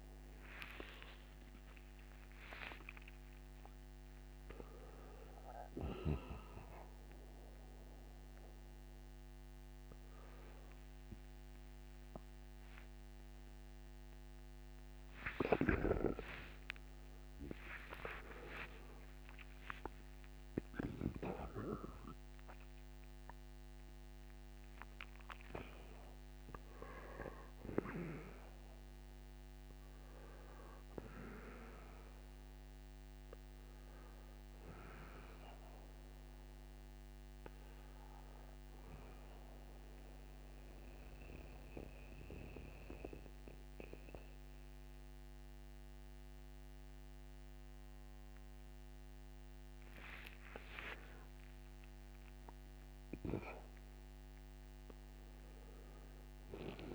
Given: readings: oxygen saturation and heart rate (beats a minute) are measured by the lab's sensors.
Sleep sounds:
a person partly awake in a sleep study, by a microphone on the trachea; 1
17.00-56.95 s: new sleep stage, N1 (lightest sleep)
39.50-50.00 s: central apnea (oxygen 98% before, 94% lowest, heart rate 76 before, 58 extreme, up 24 after)
50.50-54.00 s: arousal
From the record:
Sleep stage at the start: awake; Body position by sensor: on the right side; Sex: male

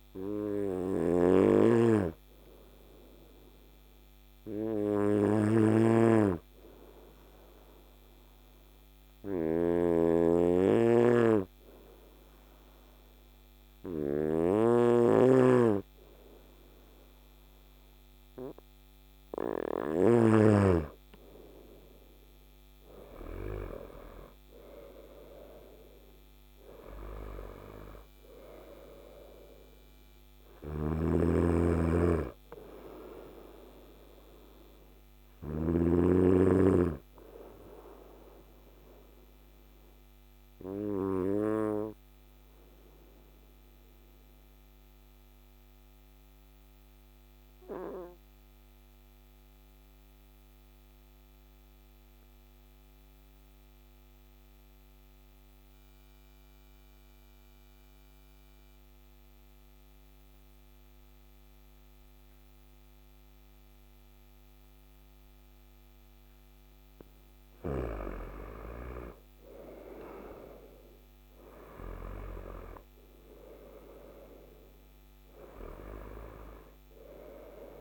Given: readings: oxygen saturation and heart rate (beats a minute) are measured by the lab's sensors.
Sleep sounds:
breathing in sleep by a microphone on the trachea; 2
0.00-19.50 s: snoring (device-marked)
0.00-23.00 s: oxygen desaturation (device-marked, oxygen 99% before, 94% lowest, heart rate 58 before, 55 extreme)
6.00-20.00 s: obstructive apnea (oxygen 100% before, 92% lowest, heart rate 57 before, 56 extreme, up 7 after)
21.50-25.00 s: arousal
30.00-35.00 s: snoring (device-marked)
37.00-65.50 s: obstructive apnea (oxygen 96% before, 91% lowest, heart rate 60 before, 55 extreme, up 9 after)
62.00-77.81 s: oxygen desaturation (device-marked, oxygen 99% before, 91% lowest, heart rate 55 before, 54 extreme)
68.00-72.50 s: arousal
From the record:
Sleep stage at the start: N2 (light sleep); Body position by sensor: on the right side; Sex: male

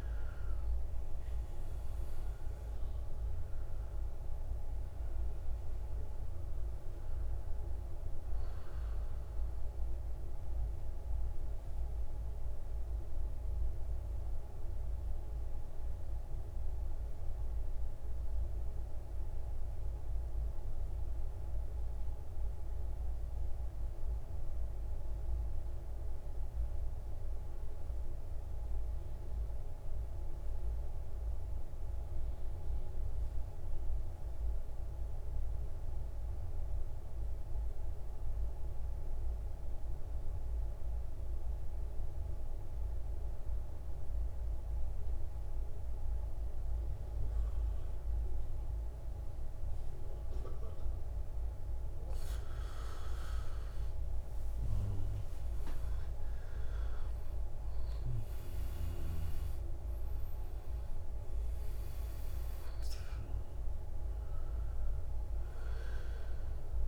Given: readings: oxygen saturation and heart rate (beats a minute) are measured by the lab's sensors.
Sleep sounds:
breathing in sleep, hard to hear, by a room microphone; 1
0.00-19.50 s: oxygen desaturation (device-marked, oxygen 86% lowest, heart rate 56 extreme)
8.50-51.00 s: mixed apnea (oxygen 96% before, 86% lowest, heart rate 71 before, 56 extreme, up 9 after)
40.50-66.88 s: oxygen desaturation (device-marked, oxygen 98% before, 87% lowest, heart rate 62 before, 57 extreme)
53.00-57.00 s: arousal
From the record:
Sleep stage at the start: N2 (light sleep); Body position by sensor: on the right side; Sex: male

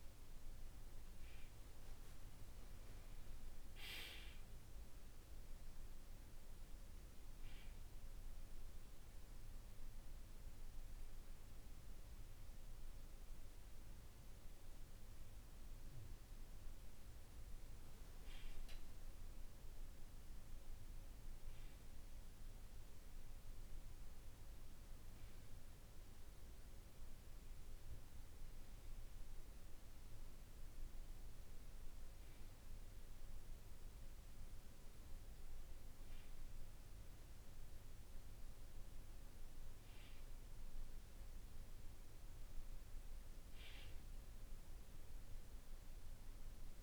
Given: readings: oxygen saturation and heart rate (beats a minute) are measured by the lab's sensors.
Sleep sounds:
breathing in sleep, hard to hear, by a room microphone; none
none scored
From the record:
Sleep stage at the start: N2 (light sleep); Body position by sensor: on the back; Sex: male

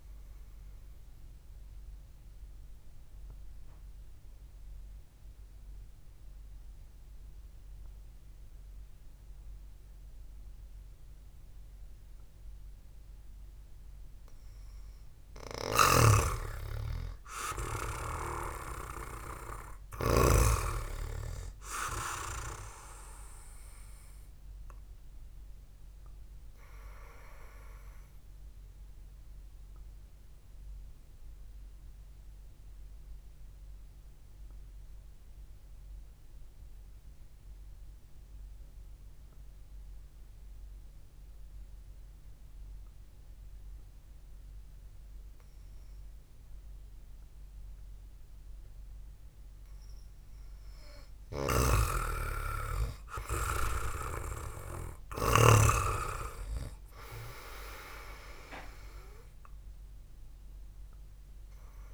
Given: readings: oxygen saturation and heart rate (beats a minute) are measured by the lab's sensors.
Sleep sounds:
breathing in sleep by a room microphone; 2
1.00-14.50 s: obstructive apnea (oxygen 98% before, 92% lowest, heart rate 58 before, 55 extreme, up 2 after)
16.00-21.00 s: snoring (device-marked)
17.50-21.00 s: arousal
22.00-45.00 s: oxygen desaturation (device-marked, oxygen 97% before, 92% lowest, heart rate 64 before, 49 extreme)
28.50-48.50 s: obstructive apnea (oxygen 97% before, 91% lowest, heart rate 63 before, 49 extreme, up 1 after)
52.00-56.00 s: snoring (device-marked)
53.00-56.50 s: arousal
54.00-56.00 s: long interval between heartbeats (device-marked, heart rate 60 before, 54 extreme)
60.00-61.94 s: oxygen desaturation (device-marked, oxygen 96% before, 93% lowest, heart rate 58 before, 54 extreme)
From the record:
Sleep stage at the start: N2 (light sleep); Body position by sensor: on the back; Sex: male

